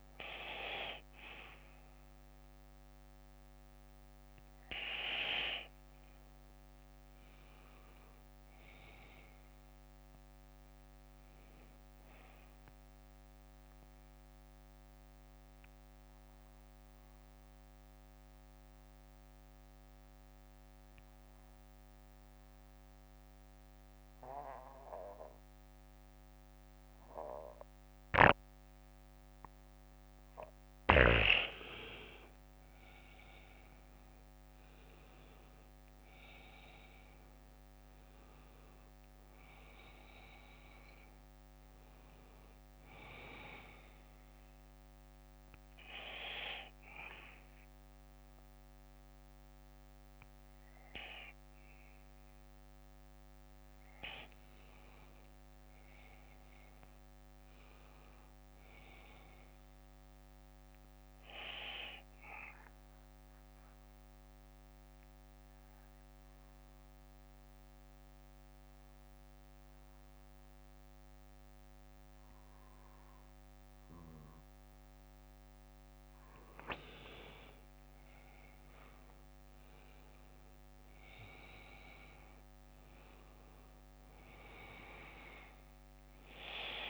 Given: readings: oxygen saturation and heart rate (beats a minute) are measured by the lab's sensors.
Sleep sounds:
breathing in sleep by a microphone on the trachea; 2
0.00-7.00 s: bradycardia (device-marked, heart rate 61 before, 52 extreme)
0.00-19.00 s: oxygen desaturation (device-marked, oxygen 92% lowest, heart rate 48 extreme)
10.00-17.00 s: bradycardia (device-marked, heart rate 61 before, 52 extreme)
13.00-31.50 s: mixed apnea (oxygen 97% before, 91% lowest, heart rate 61 before, 48 extreme, up 15 after)
24.00-27.00 s: bradycardia (device-marked, heart rate 61 before, 64 extreme)
32.50-37.00 s: arousal
39.00-64.00 s: oxygen desaturation (device-marked, oxygen 97% before, 91% lowest, heart rate 62 before, 49 extreme)
47.00-54.00 s: bradycardia (device-marked, heart rate 61 before, 49 extreme)
60.00-69.00 s: bradycardia (device-marked, heart rate 61 before, 49 extreme)
61.00-77.00 s: mixed apnea (oxygen 97% before, 92% lowest, heart rate 61 before, 50 extreme, up 21 after)
70.00-77.00 s: bradycardia (device-marked, heart rate 61 before, 53 extreme)
79.00-83.50 s: arousal
From the record:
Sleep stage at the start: N2 (light sleep); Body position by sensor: on the back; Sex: male

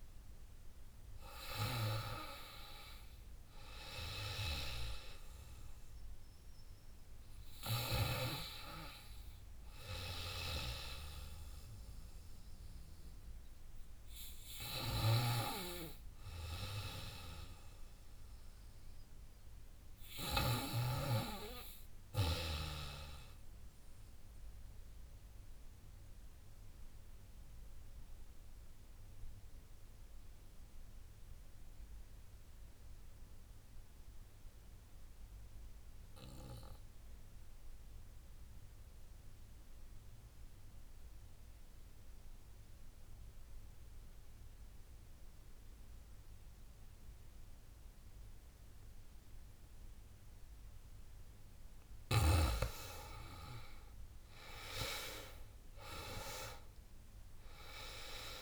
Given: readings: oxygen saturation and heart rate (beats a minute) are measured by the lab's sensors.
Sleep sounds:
breathing in sleep by a room microphone; 1
0.00-7.50 s: drop in pulse transit time (device-marked, heart rate 82 extreme)
0.00-15.50 s: oxygen desaturation (device-marked, oxygen 83% lowest, heart rate 74 extreme)
14.50-20.50 s: snoring (device-marked)
18.50-21.50 s: arousal
24.00-50.00 s: obstructive apnea (oxygen 100% before, 87% lowest, heart rate 83 before, 71 extreme, up 17 after)
31.50-42.50 s: drop in pulse transit time (device-marked, heart rate 81 before, 73 extreme)
51.50-58.42 s: oxygen desaturation (device-marked, oxygen 98% before, 87% lowest, heart rate 73 before, 70 extreme)
52.00-55.50 s: arousal
55.50-58.42 s: drop in pulse transit time (device-marked, heart rate 74 before, 81 extreme)
From the record:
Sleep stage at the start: REM sleep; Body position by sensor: on the back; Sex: female

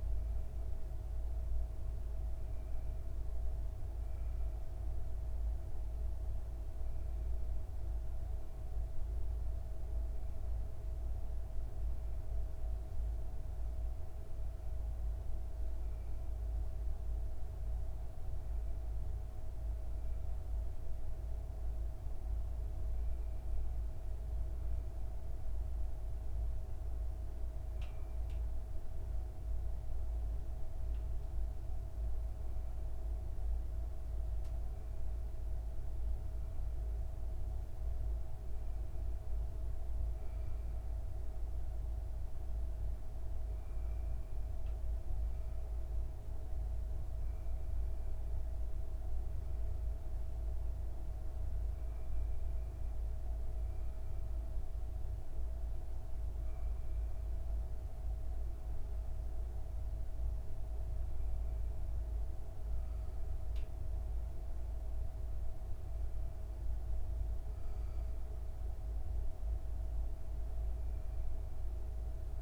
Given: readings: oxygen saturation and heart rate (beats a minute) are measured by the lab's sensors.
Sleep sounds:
a person partly awake in a sleep study, hard to hear, by a room microphone; none
2.00-72.41 s: new sleep stage, N1 (lightest sleep)
From the record:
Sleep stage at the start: awake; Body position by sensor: on the back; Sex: female

